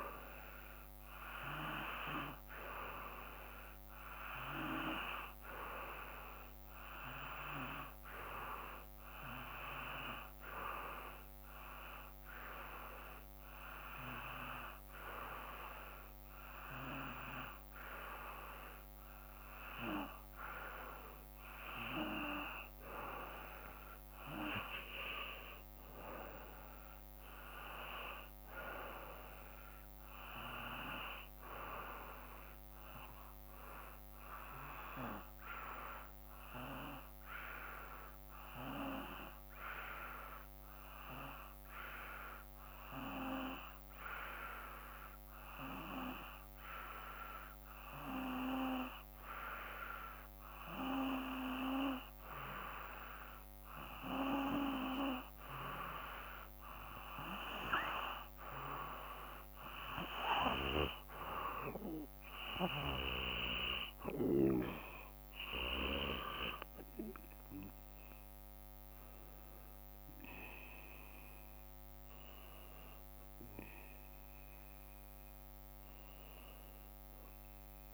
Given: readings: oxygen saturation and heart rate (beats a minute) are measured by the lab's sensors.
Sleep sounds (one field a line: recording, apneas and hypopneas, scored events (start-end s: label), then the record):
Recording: breathing in sleep by a microphone on the trachea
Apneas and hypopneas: 2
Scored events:
0.00-9.50 s: oxygen desaturation (device-marked, oxygen 90% lowest, heart rate 54 extreme)
9.00-20.50 s: hypopnea (oxygen 96% before, 91% lowest, heart rate 56 before, 53 extreme, up 3 after)
25.00-28.50 s: arousal
34.00-50.00 s: hypopnea (oxygen 94% before, 91% lowest, heart rate 55 before, 53 extreme, up 3 after)
52.50-56.50 s: arousal
56.50-75.50 s: oxygen desaturation (device-marked, oxygen 95% before, 91% lowest, heart rate 54 before, 54 extreme)
From the record:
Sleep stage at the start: N2 (light sleep)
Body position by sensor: on the back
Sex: male